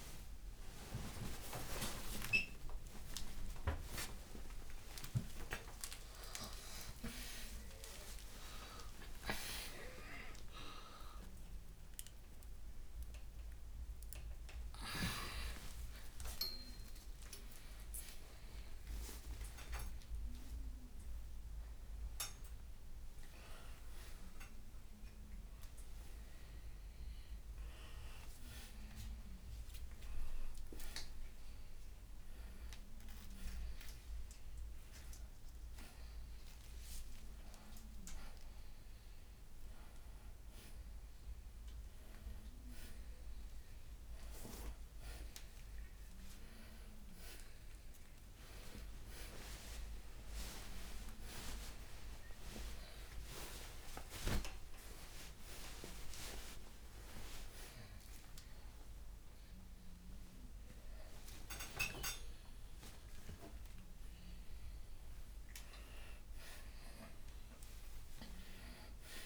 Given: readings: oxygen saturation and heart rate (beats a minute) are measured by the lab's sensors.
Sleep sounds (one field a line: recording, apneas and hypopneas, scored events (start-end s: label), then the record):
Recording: a person awake in a sleep study, by a room microphone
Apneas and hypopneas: none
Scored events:
17.50-31.50 s: oxygen desaturation (device-marked, oxygen 91% before, 86% lowest, heart rate 82 before, 76 extreme)
42.50-50.50 s: oxygen desaturation (device-marked, oxygen 93% before, 89% lowest, heart rate 79 before, 75 extreme)
From the record:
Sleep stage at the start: awake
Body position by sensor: upright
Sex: male